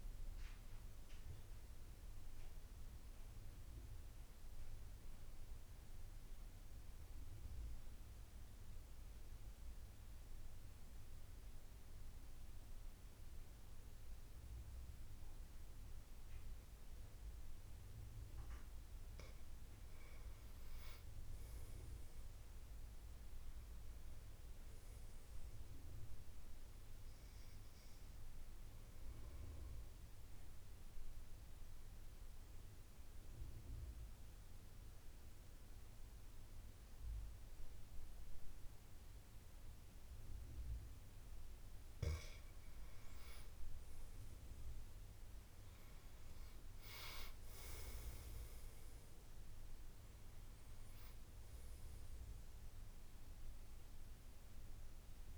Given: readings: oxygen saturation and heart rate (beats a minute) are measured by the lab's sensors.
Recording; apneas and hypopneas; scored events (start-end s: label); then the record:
breathing in sleep, hard to hear, by a room microphone; 2
4.50-18.00 s: obstructive apnea (oxygen 93% before, 88% lowest, heart rate 77 before, 72 extreme, up 15 after)
20.50-23.50 s: arousal
25.50-43.50 s: oxygen desaturation (device-marked, oxygen 94% before, 88% lowest, heart rate 75 before, 60 extreme)
26.00-41.50 s: obstructive apnea (oxygen 94% before, 85% lowest, heart rate 75 before, 60 extreme, up 12 after)
44.50-48.00 s: arousal
45.50-55.38 s: oxygen desaturation (device-marked, oxygen 95% before, 89% lowest, heart rate 78 before, 60 extreme)
From the record:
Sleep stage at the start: N2 (light sleep); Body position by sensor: on the back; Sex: male